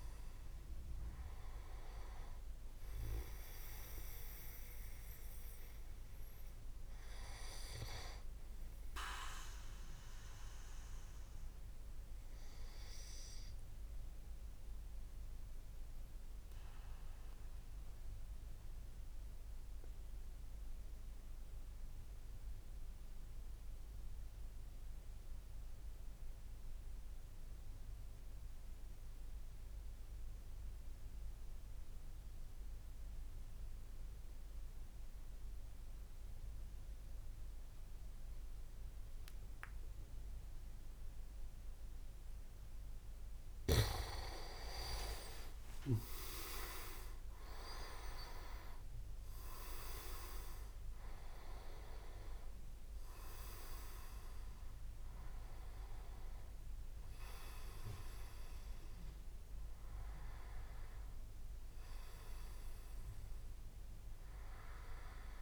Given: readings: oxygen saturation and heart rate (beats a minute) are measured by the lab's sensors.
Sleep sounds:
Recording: breathing in sleep by a room microphone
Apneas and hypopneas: 1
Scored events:
0.00-3.50 s: oxygen desaturation (device-marked, oxygen 93% lowest)
11.50-42.00 s: mixed apnea (oxygen 97% before, 93% lowest)
38.50-58.50 s: oxygen desaturation (device-marked, oxygen 99% before, 94% lowest, heart rate 43 before, 27 extreme)
43.50-47.00 s: arousal
44.50-48.00 s: leg movement (device-marked)
From the record:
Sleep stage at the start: N2 (light sleep)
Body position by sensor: on the back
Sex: male

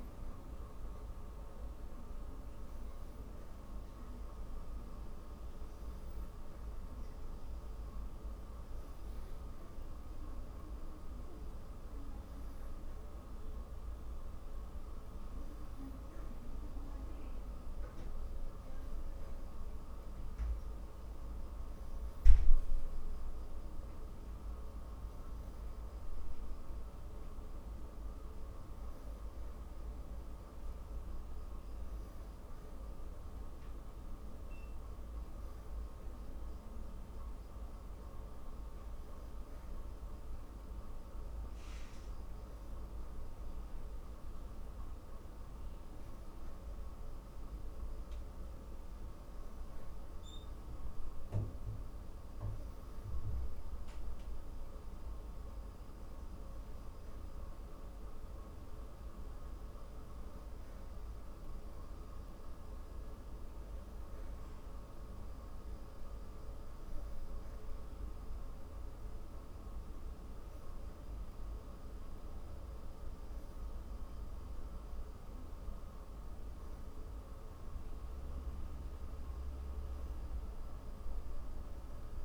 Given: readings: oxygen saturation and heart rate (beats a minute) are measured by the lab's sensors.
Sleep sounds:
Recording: breathing in sleep, hard to hear, by a room microphone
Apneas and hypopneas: none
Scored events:
none scored
From the record:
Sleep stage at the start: N3 (deep sleep)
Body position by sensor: on the back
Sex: female

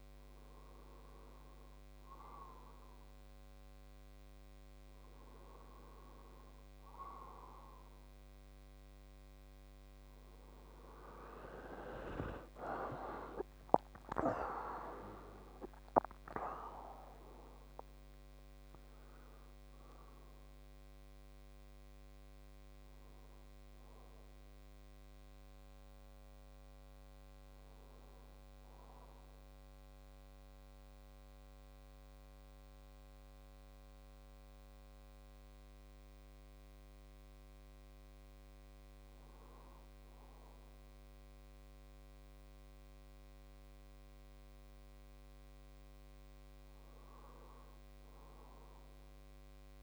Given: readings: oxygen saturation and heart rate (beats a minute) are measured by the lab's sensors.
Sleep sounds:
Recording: a person partly awake in a sleep study, by a microphone on the trachea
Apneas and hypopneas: 1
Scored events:
17.50-47.50 s: new sleep stage, N1 (lightest sleep)
29.50-44.50 s: hypopnea (oxygen 97% before, 95% lowest, heart rate 113 before, 29 extreme)
47.50-49.83 s: new sleep stage, N2 (light sleep)
48.50-49.83 s: oxygen desaturation (device-marked, oxygen 99% before, 95% lowest, heart rate 61 before, 117 extreme)
From the record:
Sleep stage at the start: awake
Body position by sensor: on the right side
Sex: male

